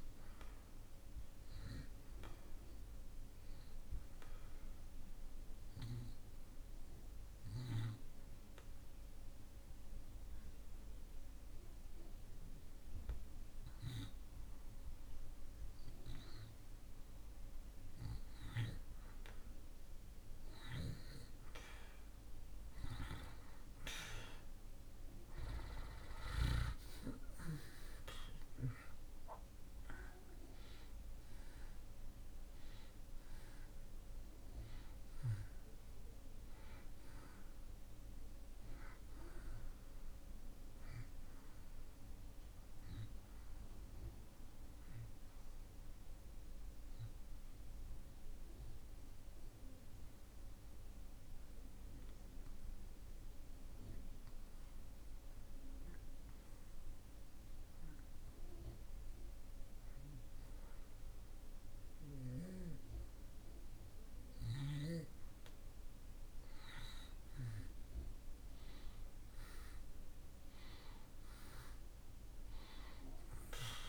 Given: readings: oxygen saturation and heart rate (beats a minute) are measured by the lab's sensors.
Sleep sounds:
breathing in sleep by a room microphone; 2
0.00-11.50 s: oxygen desaturation (device-marked, oxygen 87% lowest)
3.50-16.00 s: obstructive apnea (oxygen 95% before, 82% lowest)
21.00-26.00 s: arousal
29.50-57.50 s: oxygen desaturation (device-marked, oxygen 91% before, 82% lowest)
45.00-63.50 s: obstructive apnea (oxygen 91% before, 82% lowest)
66.00-70.00 s: arousal
69.50-73.89 s: oxygen desaturation (device-marked, oxygen 96% before, 83% lowest)
From the record:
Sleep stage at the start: N2 (light sleep); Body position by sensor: on the back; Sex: male

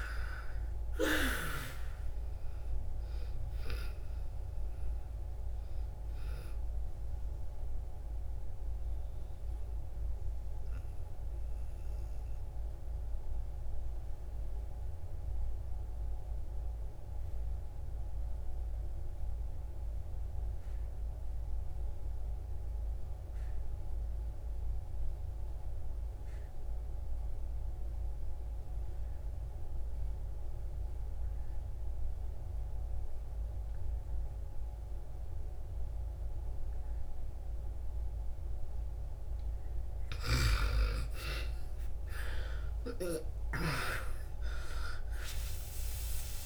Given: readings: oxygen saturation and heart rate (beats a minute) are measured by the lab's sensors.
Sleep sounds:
breathing in sleep by a room microphone; 1
0.00-1.00 s: arousal
0.00-26.00 s: oxygen desaturation (device-marked, oxygen 78% lowest)
6.00-39.00 s: mixed apnea (oxygen 98% before, 74% lowest)
28.00-46.46 s: oxygen desaturation (device-marked, oxygen 98% before, 74% lowest)
42.00-46.46 s: arousal
From the record:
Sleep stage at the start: N2 (light sleep); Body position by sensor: on the back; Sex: female

